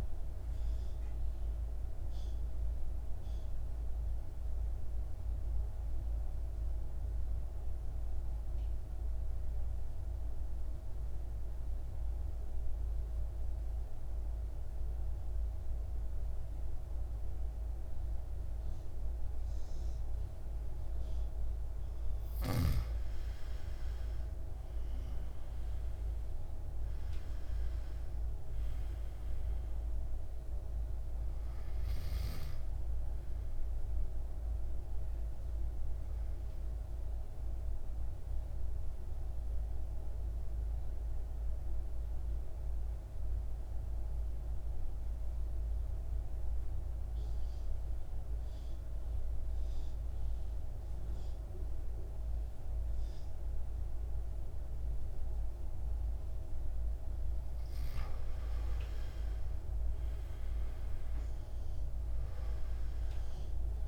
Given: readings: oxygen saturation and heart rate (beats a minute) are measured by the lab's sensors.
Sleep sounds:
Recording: breathing in sleep, hard to hear, by a room microphone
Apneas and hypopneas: 2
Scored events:
0.00-13.00 s: oxygen desaturation (device-marked, oxygen 91% lowest, heart rate 54 extreme)
6.00-21.00 s: central apnea (oxygen 99% before, 88% lowest, heart rate 60 before, 52 extreme, up 8 after)
23.50-27.50 s: arousal
24.00-50.00 s: oxygen desaturation (device-marked, oxygen 98% before, 88% lowest, heart rate 57 before, 52 extreme)
38.50-58.00 s: obstructive apnea (oxygen 98% before, 86% lowest, heart rate 60 before, 52 extreme, up 11 after)
58.00-63.88 s: oxygen desaturation (device-marked, oxygen 98% before, 88% lowest, heart rate 54 before, 53 extreme)
60.00-63.50 s: arousal
From the record:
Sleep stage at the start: N2 (light sleep)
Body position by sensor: on the back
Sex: male

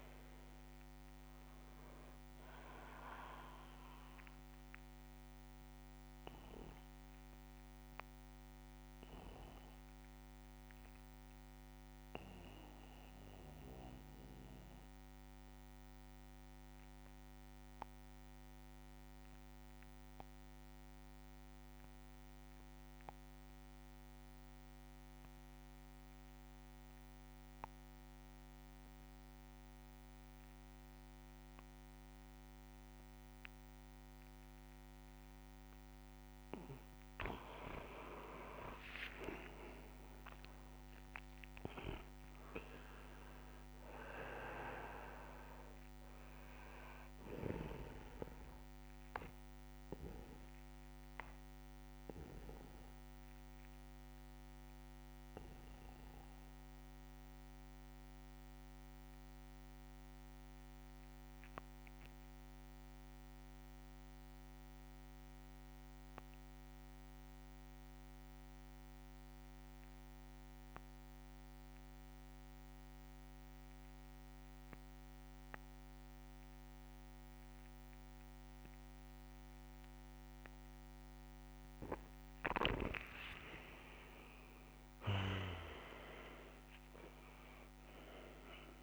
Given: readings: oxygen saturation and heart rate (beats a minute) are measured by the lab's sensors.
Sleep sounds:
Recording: breathing in sleep by a microphone on the trachea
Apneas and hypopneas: 2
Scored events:
0.00-17.00 s: oxygen desaturation (device-marked, oxygen 83% lowest)
6.00-36.00 s: mixed apnea (oxygen 98% before, 83% lowest)
31.00-65.00 s: oxygen desaturation (device-marked, oxygen 99% before, 85% lowest)
38.00-42.50 s: arousal
48.50-80.50 s: mixed apnea (oxygen 99% before, 85% lowest)
78.00-88.83 s: oxygen desaturation (device-marked, oxygen 99% before, 85% lowest)
83.50-88.50 s: arousal
From the record:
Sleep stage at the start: N2 (light sleep)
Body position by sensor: on the back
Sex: male

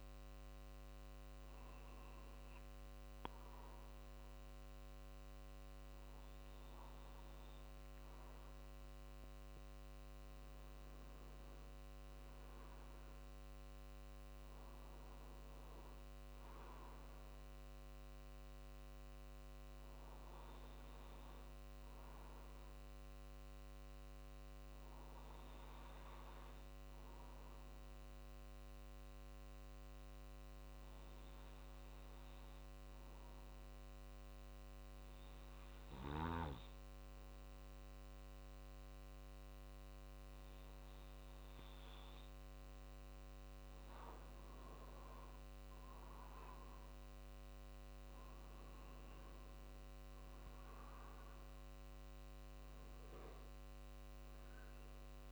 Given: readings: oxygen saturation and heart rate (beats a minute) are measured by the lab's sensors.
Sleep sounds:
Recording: breathing in sleep, hard to hear, by a microphone on the trachea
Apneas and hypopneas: 1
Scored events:
12.50-17.00 s: arousal
25.00-42.00 s: obstructive apnea (oxygen 95% before, 94% lowest, heart rate 50 before, 49 extreme, up 2 after)
43.00-48.50 s: arousal
45.50-55.32 s: drop in pulse transit time (device-marked, heart rate 50 before, 51 extreme)
From the record:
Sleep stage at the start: N2 (light sleep)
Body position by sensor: on the right side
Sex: male

